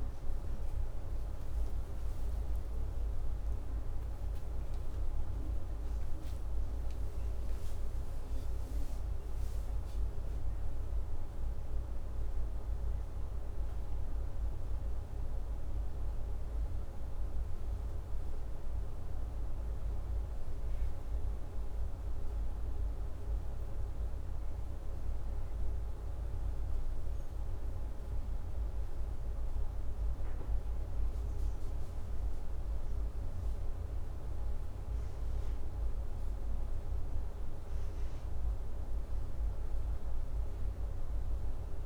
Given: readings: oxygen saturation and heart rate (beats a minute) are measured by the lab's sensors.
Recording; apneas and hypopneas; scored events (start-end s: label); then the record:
a person awake in a sleep study, hard to hear, by a room microphone; none
29.50-41.86 s: new sleep stage, N1 (lightest sleep)
From the record:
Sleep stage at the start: awake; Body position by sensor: upright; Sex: male